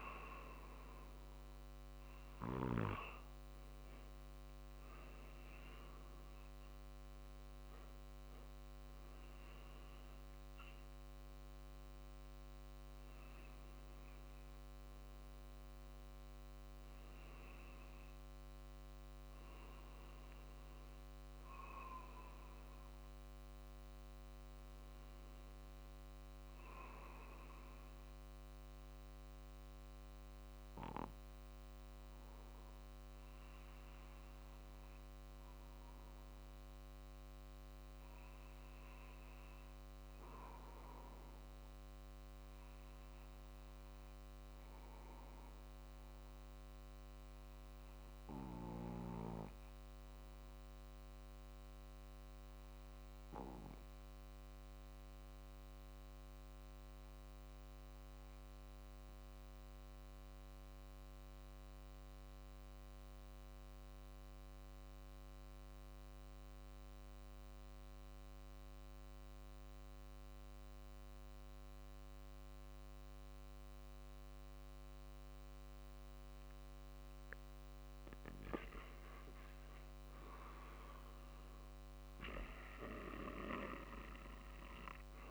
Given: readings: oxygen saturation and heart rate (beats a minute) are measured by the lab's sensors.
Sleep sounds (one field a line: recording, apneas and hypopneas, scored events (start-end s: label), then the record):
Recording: breathing in sleep by a microphone on the trachea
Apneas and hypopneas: 1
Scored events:
24.00-28.00 s: arousal
29.00-47.00 s: oxygen desaturation (device-marked, oxygen 94% before, 91% lowest, heart rate 50 before, 47 extreme)
40.50-77.50 s: obstructive apnea (oxygen 94% before, 88% lowest, heart rate 48 before, 47 extreme, up 3 after)
49.00-85.31 s: new sleep stage, REM sleep
79.00-83.00 s: arousal
81.00-85.31 s: oxygen desaturation (device-marked, oxygen 95% before, 88% lowest, heart rate 47 before, 49 extreme)
From the record:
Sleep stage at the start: N2 (light sleep)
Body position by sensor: on the back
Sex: male